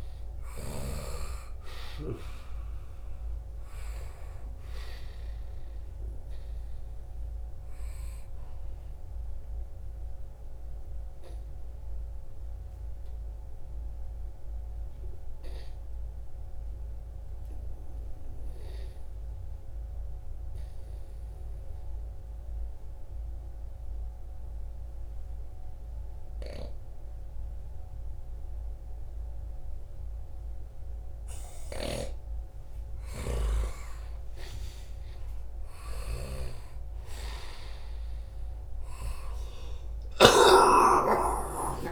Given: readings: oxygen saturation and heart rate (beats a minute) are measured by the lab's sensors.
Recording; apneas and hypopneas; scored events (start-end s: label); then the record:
a person partly awake in a sleep study, by a room microphone; 1
0.00-18.00 s: oxygen desaturation (device-marked, oxygen 90% lowest, heart rate 71 extreme)
9.50-31.00 s: obstructive apnea (oxygen 96% before, 90% lowest, heart rate 75 before, 71 extreme, up 12 after)
25.50-40.00 s: snoring (device-marked)
28.00-41.92 s: new sleep stage, awake
32.50-34.50 s: long interval between heartbeats (device-marked, heart rate 73 before, 79 extreme)
From the record:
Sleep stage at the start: N2 (light sleep); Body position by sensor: on the right side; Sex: male